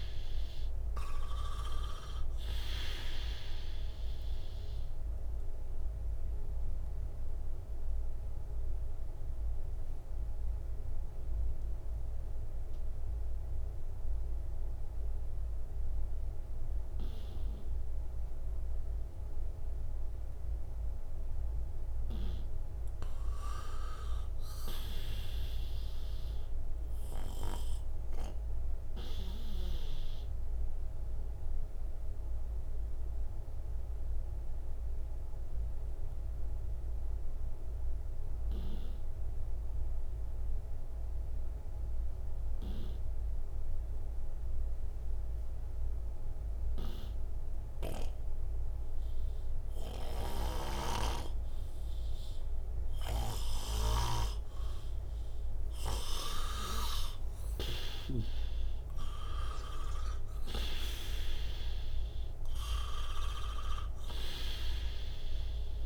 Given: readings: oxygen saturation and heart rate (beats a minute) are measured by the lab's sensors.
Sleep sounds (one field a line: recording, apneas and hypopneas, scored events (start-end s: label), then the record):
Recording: breathing in sleep by a room microphone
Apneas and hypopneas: 2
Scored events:
0.00-26.50 s: oxygen desaturation (device-marked, oxygen 86% lowest, heart rate 59 extreme)
6.00-22.00 s: obstructive apnea (oxygen 97% before, 86% lowest, heart rate 67 before, 59 extreme, up 3 after)
23.50-27.00 s: arousal
30.50-55.50 s: obstructive apnea (oxygen 98% before, 87% lowest, heart rate 61 before, 59 extreme, up 7 after)
50.00-58.00 s: snoring (device-marked)
56.50-65.86 s: oxygen desaturation (device-marked, oxygen 96% before, 87% lowest, heart rate 60 before, 58 extreme)
57.00-60.50 s: arousal
From the record:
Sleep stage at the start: N2 (light sleep)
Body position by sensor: on the right side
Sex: male